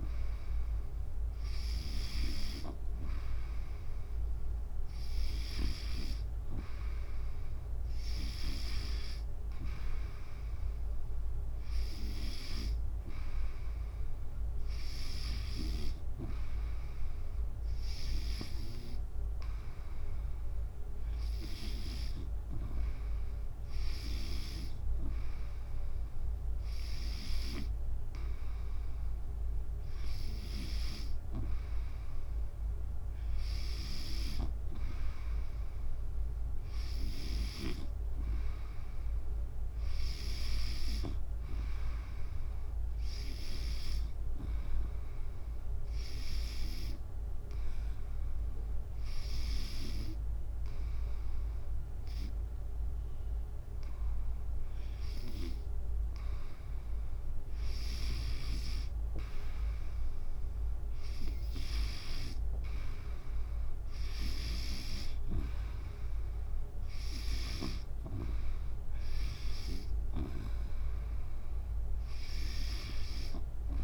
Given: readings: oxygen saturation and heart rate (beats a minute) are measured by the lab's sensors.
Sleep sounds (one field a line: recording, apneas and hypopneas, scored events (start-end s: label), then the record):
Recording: breathing in sleep by a room microphone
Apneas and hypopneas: 1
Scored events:
34.00-38.00 s: snoring (device-marked)
46.50-58.00 s: hypopnea (oxygen 95% before, 93% lowest, heart rate 72 before, 70 extreme, up 1 after)
61.00-64.50 s: arousal
67.50-73.84 s: snoring (device-marked)
From the record:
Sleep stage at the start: N2 (light sleep)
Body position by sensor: on the back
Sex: female